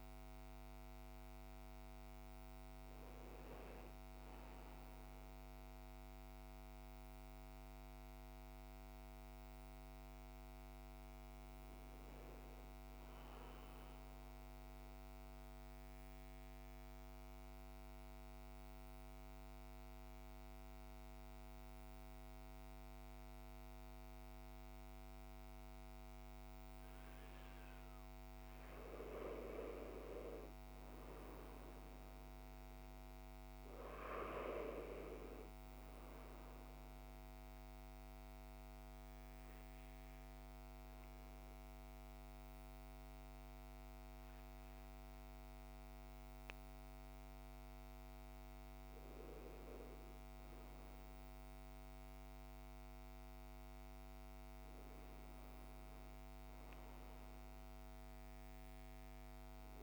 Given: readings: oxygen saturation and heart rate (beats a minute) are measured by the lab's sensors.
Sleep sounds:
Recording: breathing in sleep, hard to hear, by a microphone on the trachea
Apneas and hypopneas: 2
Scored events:
13.50-27.00 s: central apnea (oxygen 97% before, 89% lowest, heart rate 62 before, 58 extreme, up 5 after)
23.00-26.00 s: oxygen desaturation (device-marked, oxygen 97% before, 94% lowest, heart rate 61 before, 59 extreme)
28.00-31.50 s: arousal
32.00-46.00 s: oxygen desaturation (device-marked, oxygen 96% before, 89% lowest, heart rate 60 before, 55 extreme)
36.50-48.00 s: obstructive apnea (oxygen 97% before, 89% lowest, heart rate 60 before, 54 extreme, up 4 after)
51.50-55.00 s: arousal
From the record:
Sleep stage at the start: N1 (lightest sleep)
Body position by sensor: on the back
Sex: male

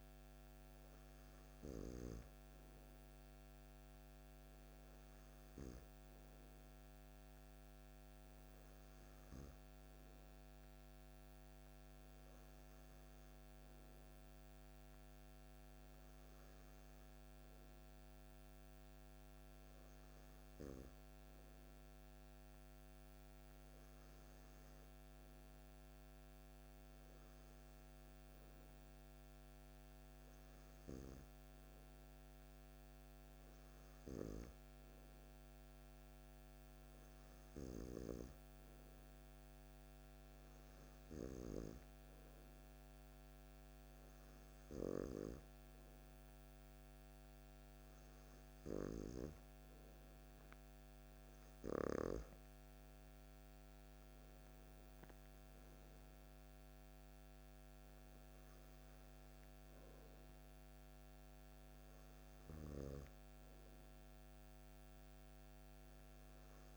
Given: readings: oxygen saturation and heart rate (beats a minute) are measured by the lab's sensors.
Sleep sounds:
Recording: breathing in sleep by a microphone on the trachea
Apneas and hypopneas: 1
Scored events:
11.00-48.50 s: hypopnea (oxygen 96% before, 94% lowest, heart rate 56 before, 51 extreme, up 6 after)
53.50-57.50 s: arousal
From the record:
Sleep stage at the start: N2 (light sleep)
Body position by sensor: on the back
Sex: male

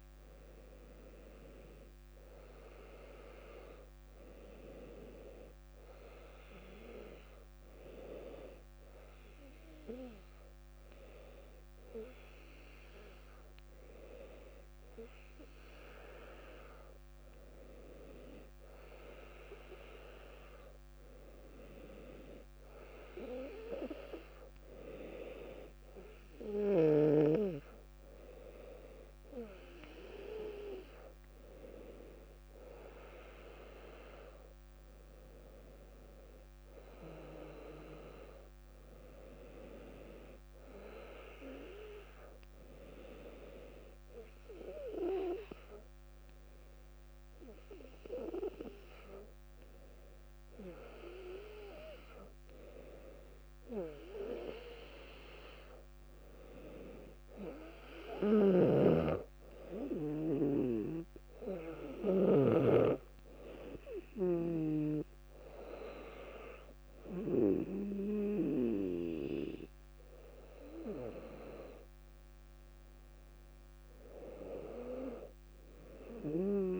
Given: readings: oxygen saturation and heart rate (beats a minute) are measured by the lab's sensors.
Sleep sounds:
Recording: breathing in sleep by a microphone on the trachea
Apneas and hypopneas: none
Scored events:
58.50-62.50 s: snoring (device-marked)
From the record:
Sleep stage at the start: N2 (light sleep)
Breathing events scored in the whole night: 226 in 3.5 hours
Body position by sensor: on the back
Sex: female

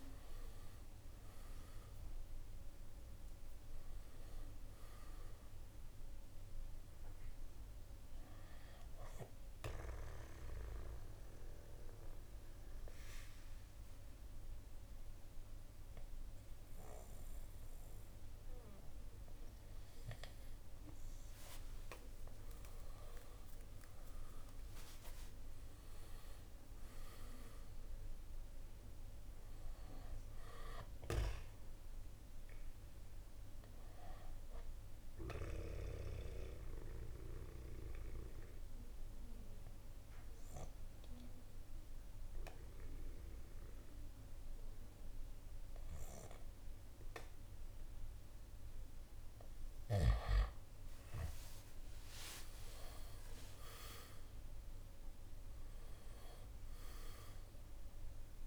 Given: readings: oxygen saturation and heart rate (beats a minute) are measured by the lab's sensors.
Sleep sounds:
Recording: breathing in sleep by a room microphone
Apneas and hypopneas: 2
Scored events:
2.50-13.50 s: oxygen desaturation (device-marked, oxygen 96% before, 92% lowest, heart rate 67 before, 62 extreme)
8.50-22.00 s: central apnea (oxygen 97% before, 90% lowest, heart rate 67 before, 60 extreme, up 8 after)
23.00-27.50 s: arousal
24.50-38.50 s: drop in pulse transit time (device-marked, heart rate 66 before, 62 extreme)
28.50-47.50 s: oxygen desaturation (device-marked, oxygen 96% before, 90% lowest, heart rate 66 before, 57 extreme)
35.00-49.00 s: central apnea (oxygen 96% before, 89% lowest, heart rate 66 before, 57 extreme, up 10 after)
51.50-56.00 s: arousal
52.50-58.47 s: drop in pulse transit time (device-marked, heart rate 62 before, 61 extreme)
From the record:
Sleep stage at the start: N2 (light sleep)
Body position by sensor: on the back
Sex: male

